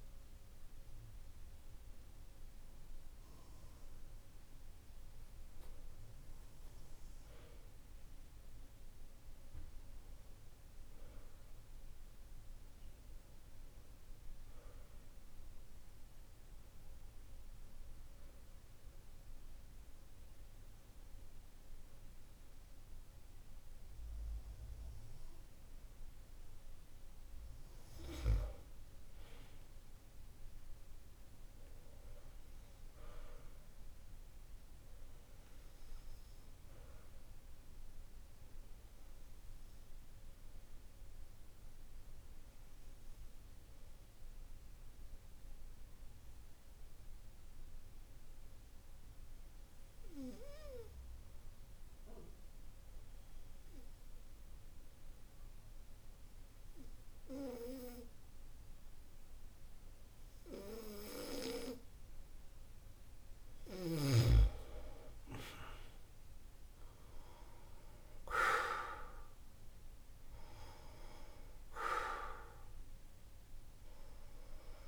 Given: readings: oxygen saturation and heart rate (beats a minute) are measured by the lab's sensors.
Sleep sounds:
breathing in sleep by a room microphone; 2
13.50-25.50 s: hypopnea (oxygen 97% before, 91% lowest, heart rate 50 before, 49 extreme, up 9 after)
29.00-33.00 s: arousal
39.00-62.50 s: obstructive apnea (oxygen 96% before, 91% lowest, heart rate 52 before, 49 extreme, up 5 after)
66.00-69.50 s: arousal
From the record:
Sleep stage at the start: N2 (light sleep); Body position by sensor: on the back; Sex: male

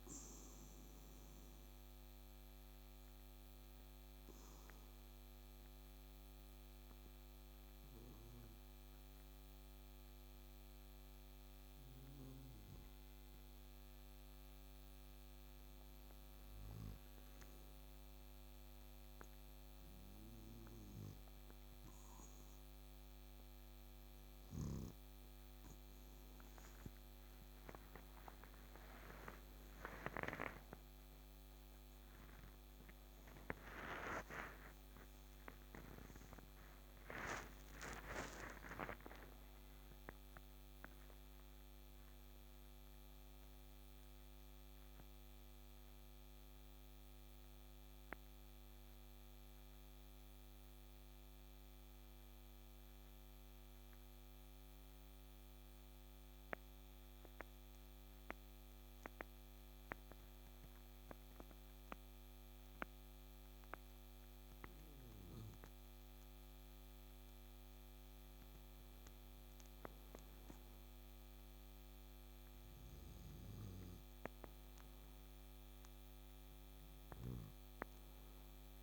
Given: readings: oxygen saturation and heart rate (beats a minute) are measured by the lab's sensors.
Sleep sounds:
breathing in sleep by a microphone on the trachea; 2
6.00-28.00 s: hypopnea (oxygen 97% before, 94% lowest, heart rate 70 before, 68 extreme, up 19 after)
19.00-30.00 s: oxygen desaturation (device-marked, oxygen 97% before, 94% lowest, heart rate 68 before, 71 extreme)
32.50-37.50 s: arousal
56.50-69.00 s: hypopnea (oxygen 99% before, 94% lowest, heart rate 79 before, 66 extreme, up 4 after)
71.50-76.00 s: arousal
From the record:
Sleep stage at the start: N2 (light sleep); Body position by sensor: on the back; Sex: male

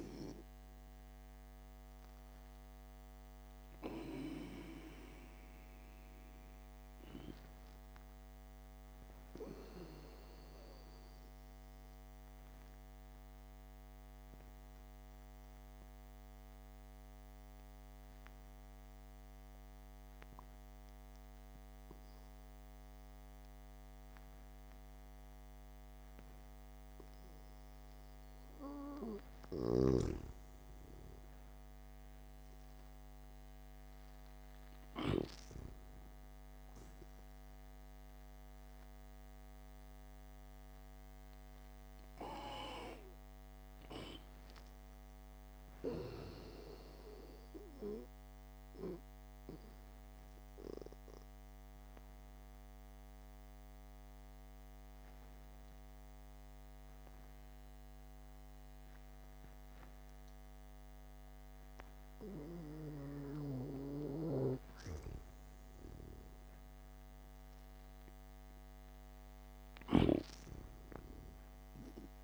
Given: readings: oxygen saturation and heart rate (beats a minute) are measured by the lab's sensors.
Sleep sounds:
breathing in sleep by a microphone on the trachea; 2
0.00-26.00 s: oxygen desaturation (device-marked, oxygen 90% lowest, heart rate 59 extreme)
14.00-30.00 s: obstructive apnea (oxygen 99% before, 90% lowest, heart rate 63 before, 59 extreme, up 3 after)
32.50-38.00 s: arousal
38.00-50.00 s: oxygen desaturation (device-marked, oxygen 98% before, 93% lowest, heart rate 62 before, 66 extreme)
49.00-64.00 s: obstructive apnea (oxygen 98% before, 92% lowest, heart rate 63 before, 64 extreme, up 0 after)
66.00-70.00 s: arousal
From the record:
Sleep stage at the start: N2 (light sleep); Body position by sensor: on the back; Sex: male

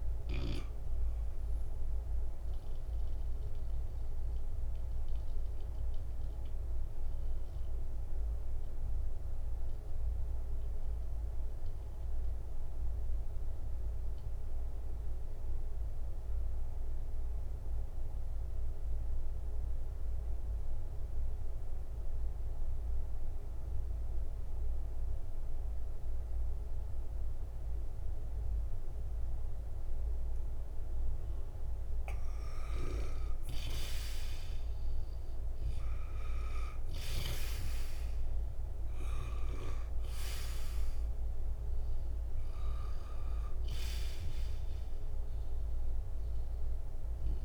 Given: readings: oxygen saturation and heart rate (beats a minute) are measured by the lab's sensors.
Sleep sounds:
breathing in sleep by a room microphone; 1
0.00-13.50 s: oxygen desaturation (device-marked, oxygen 88% lowest, heart rate 56 extreme)
2.00-32.50 s: mixed apnea (oxygen 98% before, 86% lowest, heart rate 60 before, 56 extreme, up 8 after)
32.50-47.45 s: oxygen desaturation (device-marked, oxygen 97% before, 86% lowest, heart rate 64 before, 56 extreme)
34.00-39.50 s: arousal
From the record:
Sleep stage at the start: N2 (light sleep); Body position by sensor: on the back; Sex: male

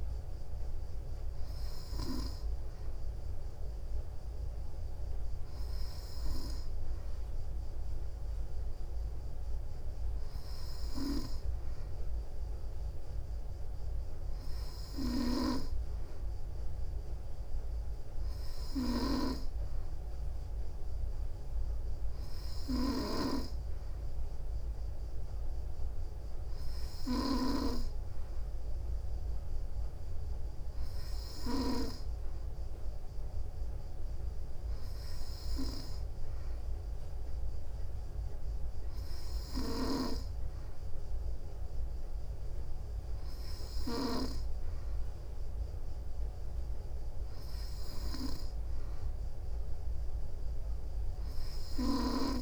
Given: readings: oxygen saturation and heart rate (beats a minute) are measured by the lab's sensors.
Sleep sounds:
breathing in sleep by a room microphone; none
none scored
From the record:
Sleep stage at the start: N2 (light sleep); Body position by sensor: on the back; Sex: female

